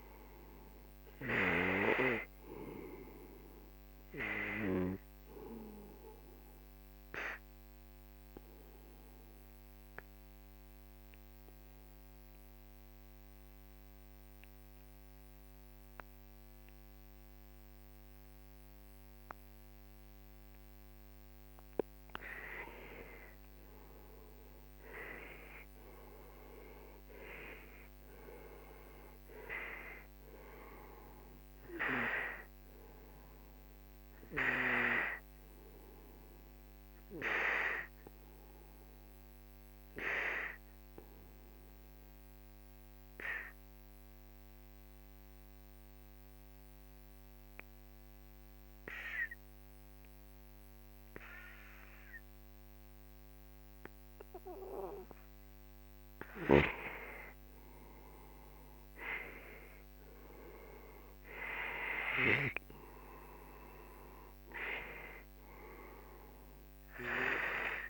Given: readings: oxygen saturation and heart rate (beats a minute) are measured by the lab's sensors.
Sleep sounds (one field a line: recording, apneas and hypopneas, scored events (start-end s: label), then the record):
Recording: breathing in sleep by a microphone on the trachea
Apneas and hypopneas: 2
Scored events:
0.00-1.50 s: arousal
0.00-16.50 s: oxygen desaturation (device-marked, oxygen 90% lowest, heart rate 45 extreme)
6.50-22.50 s: obstructive apnea (oxygen 96% before, 90% lowest, heart rate 53 before, 43 extreme, up 13 after)
24.00-29.00 s: arousal
29.50-46.50 s: oxygen desaturation (device-marked, oxygen 95% before, 91% lowest, heart rate 52 before, 43 extreme)
36.00-57.00 s: obstructive apnea (oxygen 95% before, 91% lowest, heart rate 55 before, 41 extreme, up 10 after)
55.50-67.90 s: oxygen desaturation (device-marked, oxygen 97% before, 91% lowest, heart rate 48 before, 41 extreme)
59.50-64.00 s: arousal
From the record:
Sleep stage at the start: N2 (light sleep)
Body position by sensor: on the right side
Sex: male